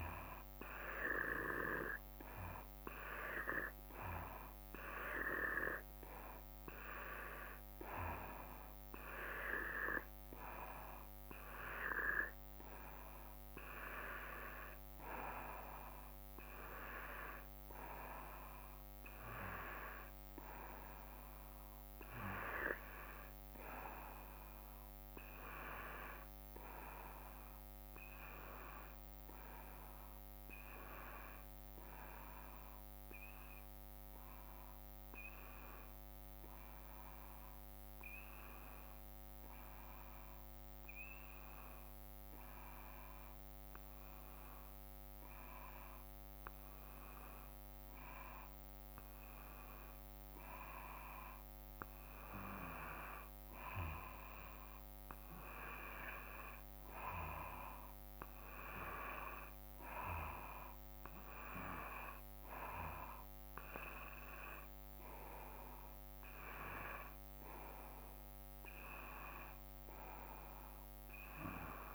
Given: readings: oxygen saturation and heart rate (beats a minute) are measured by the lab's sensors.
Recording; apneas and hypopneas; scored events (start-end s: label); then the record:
breathing in sleep by a microphone on the trachea; 1
0.00-5.50 s: oxygen desaturation (device-marked, oxygen 89% lowest, heart rate 56 extreme)
4.00-6.00 s: long interval between heartbeats (device-marked, heart rate 59 before, 67 extreme)
6.00-8.00 s: long interval between heartbeats (device-marked, heart rate 60 before, 75 extreme)
33.00-52.00 s: hypopnea (oxygen 95% before, 92% lowest, heart rate 57 before, 54 extreme, up 2 after)
55.00-59.00 s: arousal
64.00-66.00 s: long interval between heartbeats (device-marked, heart rate 56 before, 66 extreme)
From the record:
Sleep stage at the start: N2 (light sleep); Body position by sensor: on the back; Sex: male